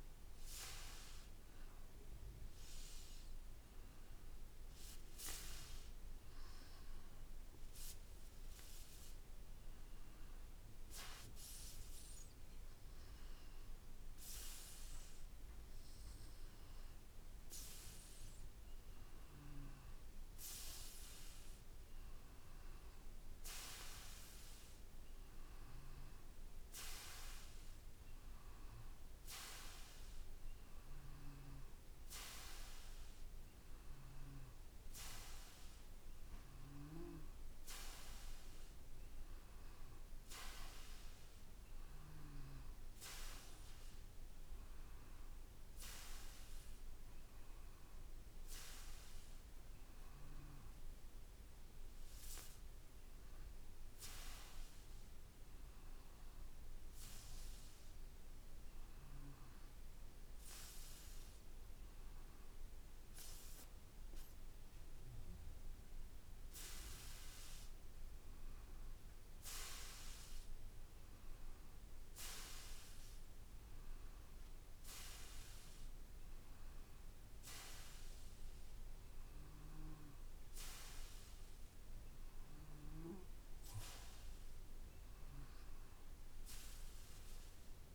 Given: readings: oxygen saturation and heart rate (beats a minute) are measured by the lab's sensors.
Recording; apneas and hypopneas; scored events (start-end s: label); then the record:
breathing in sleep by a room microphone; none
none scored
From the record:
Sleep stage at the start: N2 (light sleep); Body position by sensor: on the back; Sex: male